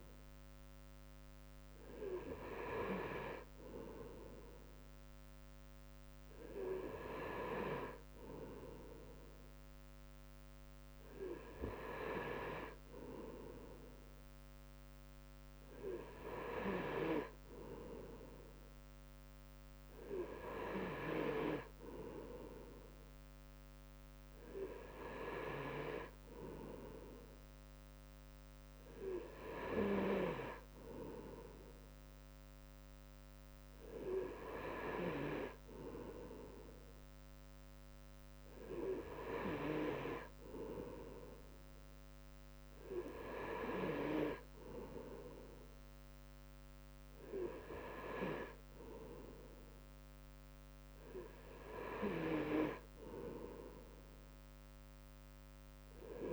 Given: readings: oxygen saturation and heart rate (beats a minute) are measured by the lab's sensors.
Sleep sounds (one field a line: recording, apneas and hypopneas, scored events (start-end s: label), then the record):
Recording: breathing in sleep by a microphone on the trachea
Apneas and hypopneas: none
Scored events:
none scored
From the record:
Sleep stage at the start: N2 (light sleep)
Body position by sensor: on the right side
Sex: male